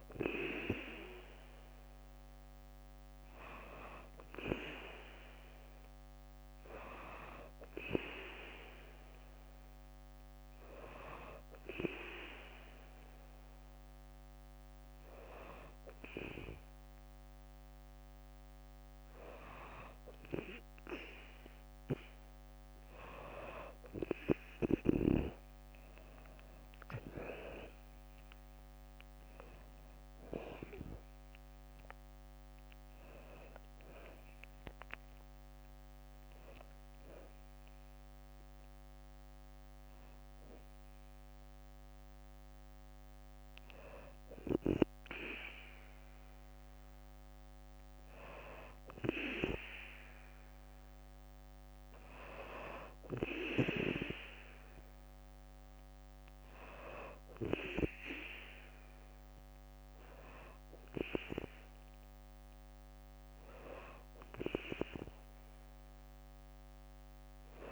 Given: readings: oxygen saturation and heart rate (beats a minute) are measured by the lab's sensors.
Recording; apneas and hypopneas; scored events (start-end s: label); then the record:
breathing in sleep by a microphone on the trachea; none
26.00-46.00 s: drop in pulse transit time (device-marked, heart rate 63 before, 62 extreme)
33.50-35.50 s: long interval between heartbeats (device-marked, heart rate 65 before, 77 extreme)
33.50-38.50 s: arousal
46.00-48.00 s: bradycardia (device-marked, heart rate 64 before, 60 extreme)
From the record:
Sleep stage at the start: N2 (light sleep); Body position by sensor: on the back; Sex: female